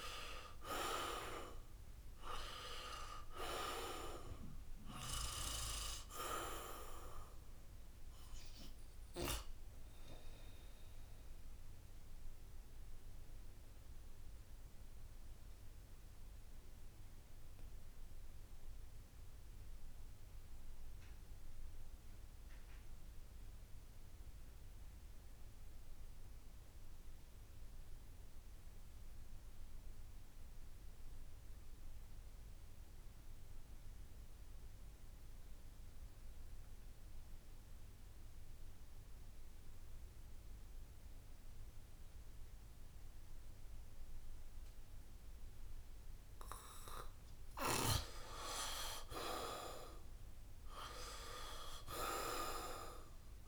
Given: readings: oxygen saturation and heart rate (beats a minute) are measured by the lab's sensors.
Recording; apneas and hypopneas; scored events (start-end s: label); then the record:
breathing in sleep by a room microphone; 1
0.00-24.00 s: oxygen desaturation (device-marked, oxygen 76% lowest, heart rate 66 extreme)
10.00-46.50 s: obstructive apnea (oxygen 95% before, 76% lowest, heart rate 73 before, 65 extreme, up 9 after)
35.00-53.48 s: oxygen desaturation (device-marked, oxygen 97% before, 76% lowest, heart rate 67 before, 65 extreme)
49.50-53.00 s: arousal
From the record:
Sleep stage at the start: N2 (light sleep); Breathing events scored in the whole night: 241 in 3.6 hours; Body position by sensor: on the back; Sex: male